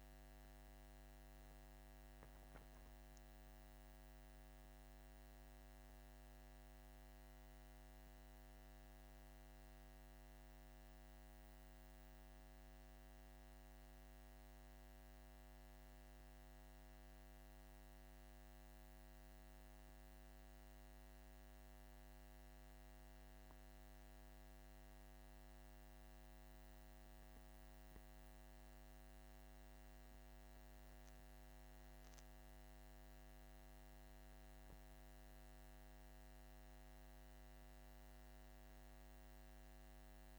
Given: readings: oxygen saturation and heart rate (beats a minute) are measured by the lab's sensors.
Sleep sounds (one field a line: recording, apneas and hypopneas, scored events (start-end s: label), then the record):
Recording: breathing in sleep, hard to hear, by a microphone on the trachea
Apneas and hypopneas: none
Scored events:
none scored
From the record:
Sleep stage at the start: N2 (light sleep)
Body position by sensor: on the back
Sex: male